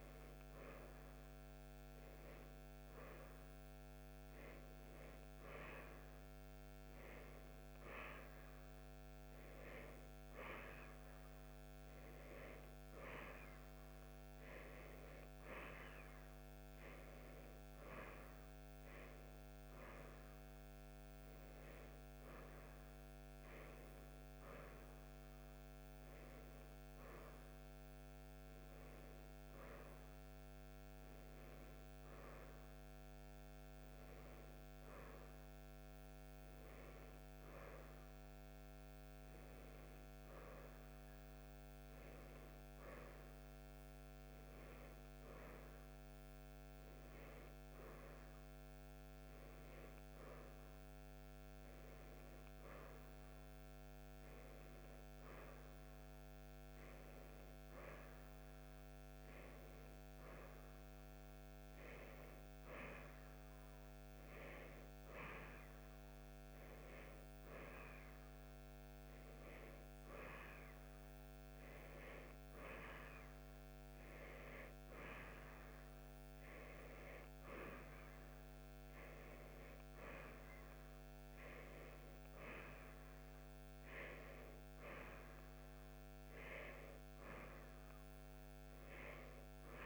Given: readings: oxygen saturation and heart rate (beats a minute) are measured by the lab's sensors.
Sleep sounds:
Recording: breathing in sleep by a microphone on the trachea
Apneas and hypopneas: none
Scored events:
none scored
From the record:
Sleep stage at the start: N1 (lightest sleep)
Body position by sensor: on the right side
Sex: female

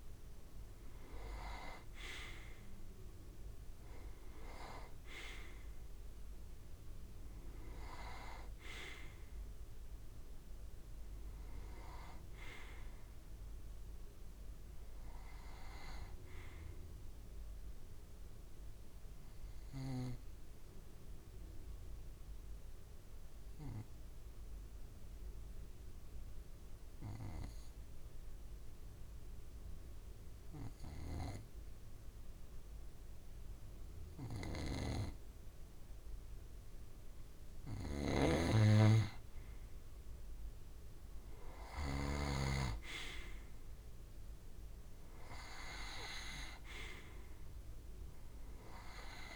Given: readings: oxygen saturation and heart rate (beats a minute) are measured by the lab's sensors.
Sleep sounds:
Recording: breathing in sleep by a room microphone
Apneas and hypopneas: 1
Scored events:
0.00-18.00 s: oxygen desaturation (device-marked, oxygen 92% lowest)
18.00-36.50 s: obstructive apnea (oxygen 94% before, 90% lowest)
30.50-42.00 s: snoring (device-marked)
40.00-43.00 s: arousal
41.00-49.35 s: oxygen desaturation (device-marked, oxygen 96% before, 90% lowest)
From the record:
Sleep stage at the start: N2 (light sleep)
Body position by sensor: on the right side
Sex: male

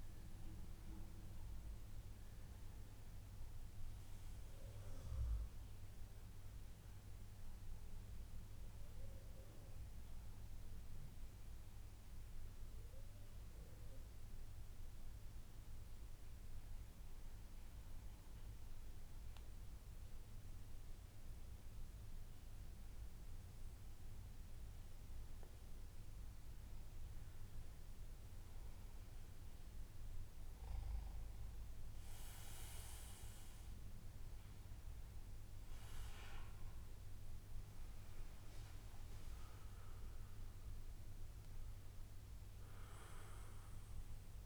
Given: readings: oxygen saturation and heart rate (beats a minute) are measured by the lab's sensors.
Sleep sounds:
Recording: breathing in sleep, hard to hear, by a room microphone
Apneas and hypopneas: 1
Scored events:
5.00-21.50 s: central apnea (oxygen 98% before, 93% lowest, heart rate 142 before, 96 extreme, up 18 after)
5.50-7.50 s: long interval between heartbeats (device-marked, heart rate 141 before, 124 extreme)
11.50-44.46 s: new sleep stage, N2 (light sleep)
14.00-16.00 s: long interval between heartbeats (device-marked, heart rate 129 before, 111 extreme)
25.50-30.00 s: arousal
37.50-39.50 s: long interval between heartbeats (device-marked, heart rate 110 before, 114 extreme)
From the record:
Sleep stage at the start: N1 (lightest sleep)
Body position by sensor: on the back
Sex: male

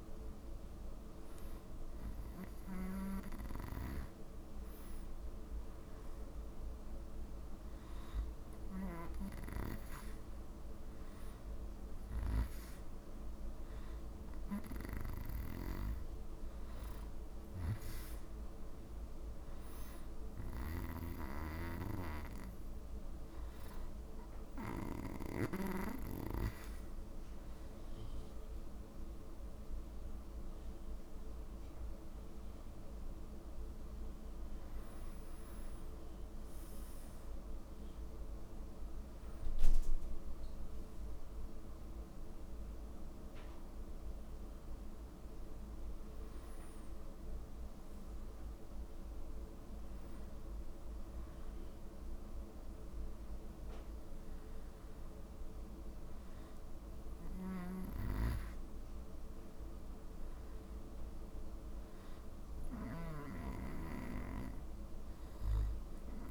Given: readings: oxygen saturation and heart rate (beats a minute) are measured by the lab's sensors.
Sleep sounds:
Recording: breathing in sleep by a room microphone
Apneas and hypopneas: none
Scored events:
none scored
From the record:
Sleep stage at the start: N2 (light sleep)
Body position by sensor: on the back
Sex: male

